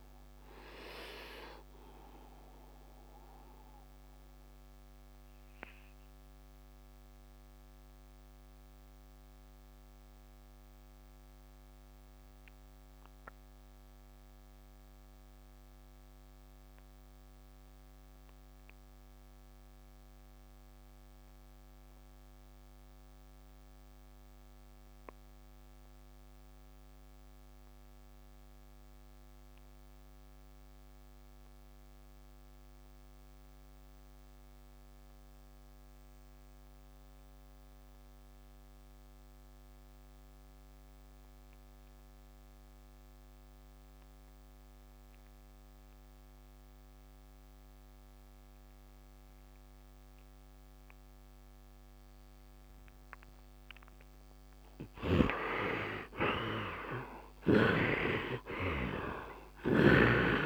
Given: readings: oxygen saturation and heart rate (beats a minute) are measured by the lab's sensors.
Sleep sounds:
breathing in sleep by a microphone on the trachea; 1
0.00-9.00 s: oxygen desaturation (device-marked, oxygen 69% lowest, heart rate 72 extreme)
0.50-51.50 s: obstructive apnea (oxygen 100% before, 55% lowest, heart rate 87 before, 71 extreme, up 15 after)
18.00-60.46 s: oxygen desaturation (device-marked, oxygen 100% before, 55% lowest, heart rate 76 before, 64 extreme)
53.50-58.50 s: arousal
From the record:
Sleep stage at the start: REM sleep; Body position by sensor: on the right side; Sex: male

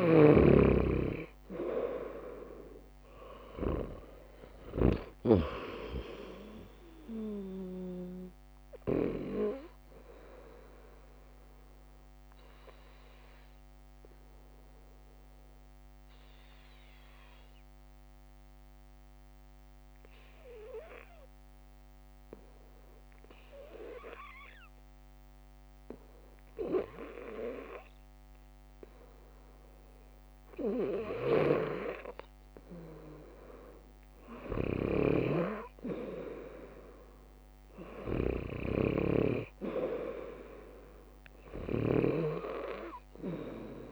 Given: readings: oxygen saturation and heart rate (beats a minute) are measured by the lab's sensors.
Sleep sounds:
breathing in sleep by a microphone on the trachea; 1
0.00-1.50 s: bradycardia (device-marked, heart rate 56 extreme)
0.00-4.00 s: arousal
0.00-4.50 s: snoring (device-marked)
5.50-18.50 s: drop in pulse transit time (device-marked, heart rate 66 before, 68 extreme)
10.00-27.00 s: mixed apnea (oxygen 100% before, 96% lowest, heart rate 63 before, 56 extreme, up 3 after)
19.50-23.50 s: bradycardia (device-marked, heart rate 69 before, 59 extreme)
25.50-39.50 s: bradycardia (device-marked, heart rate 69 before, 56 extreme)
29.50-33.50 s: arousal
34.00-38.50 s: snoring (device-marked)
From the record:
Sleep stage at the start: N2 (light sleep); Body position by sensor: on the left side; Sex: female

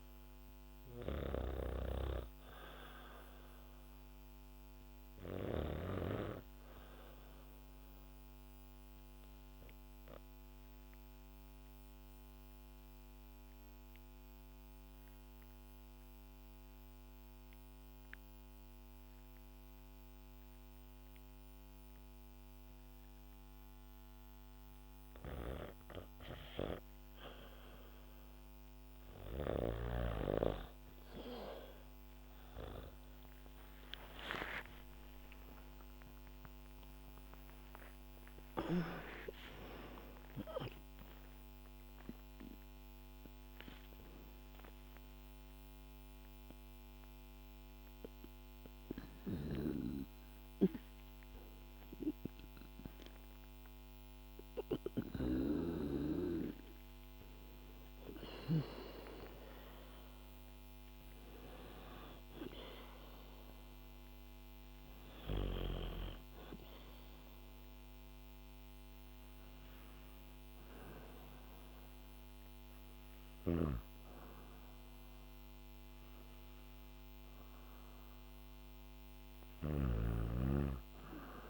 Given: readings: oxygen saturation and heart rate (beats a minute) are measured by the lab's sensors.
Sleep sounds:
breathing in sleep by a microphone on the trachea; 1
0.00-2.00 s: oxygen desaturation (device-marked, oxygen 95% lowest, heart rate 62 extreme)
0.00-5.00 s: snoring (device-marked)
10.00-25.50 s: obstructive apnea (oxygen 99% before, 93% lowest, heart rate 70 before, 62 extreme, up 11 after)
24.00-81.50 s: new sleep stage, N2 (light sleep)
29.00-48.00 s: oxygen desaturation (device-marked, oxygen 97% before, 93% lowest, heart rate 66 before, 66 extreme)
32.50-39.00 s: arousal
79.00-81.50 s: snoring (device-marked)
From the record:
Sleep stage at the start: REM sleep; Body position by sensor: on the back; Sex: female

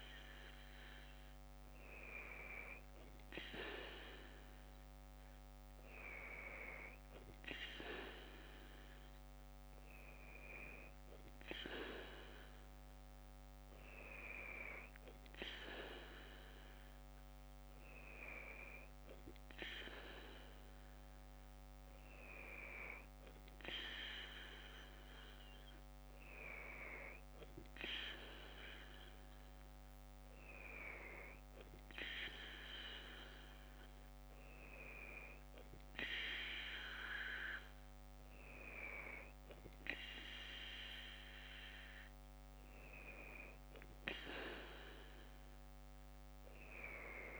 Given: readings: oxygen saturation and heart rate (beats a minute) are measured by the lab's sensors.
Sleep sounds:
breathing in sleep by a microphone on the trachea; none
none scored
From the record:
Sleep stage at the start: N2 (light sleep); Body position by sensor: on the left side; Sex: female

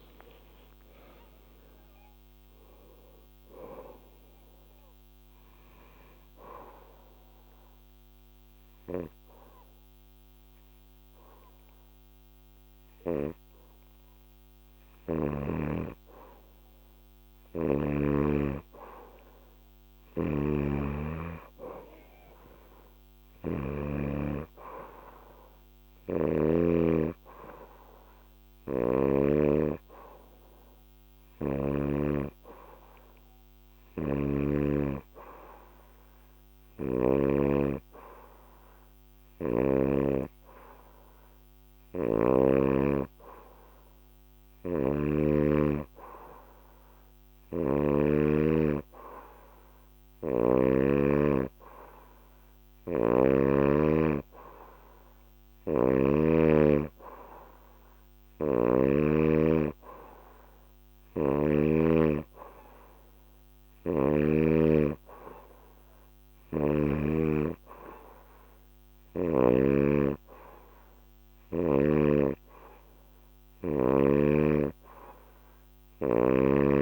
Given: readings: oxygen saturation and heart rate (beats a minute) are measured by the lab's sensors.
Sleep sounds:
breathing in sleep by a microphone on the trachea; 1
0.50-4.50 s: arousal
7.00-17.00 s: hypopnea (oxygen 93% before, 90% lowest, heart rate 78 before, 70 extreme, up 3 after)
19.00-22.00 s: arousal
19.50-23.50 s: snoring (device-marked)
24.00-35.00 s: oxygen desaturation (device-marked, oxygen 96% before, 92% lowest, heart rate 75 before, 72 extreme)
25.50-29.00 s: snoring (device-marked)
33.50-37.00 s: snoring (device-marked)
41.50-45.00 s: snoring (device-marked)
47.00-50.50 s: snoring (device-marked)
55.00-58.50 s: snoring (device-marked)
60.50-64.00 s: snoring (device-marked)
66.00-69.50 s: snoring (device-marked)
From the record:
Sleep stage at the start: N2 (light sleep); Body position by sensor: on the back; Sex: female

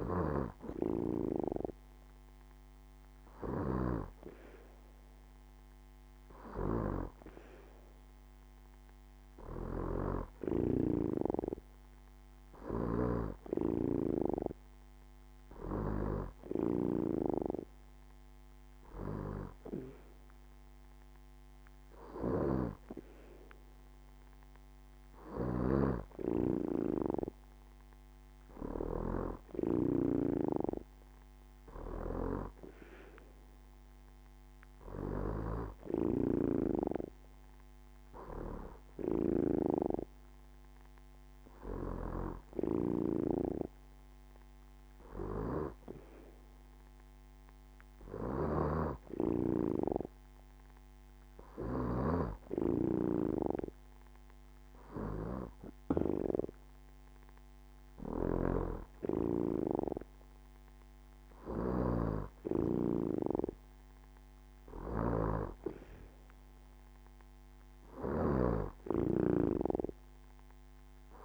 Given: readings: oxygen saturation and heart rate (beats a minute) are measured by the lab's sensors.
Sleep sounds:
breathing in sleep by a microphone on the trachea; none
none scored
From the record:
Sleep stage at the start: N2 (light sleep); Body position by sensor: on the back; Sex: female

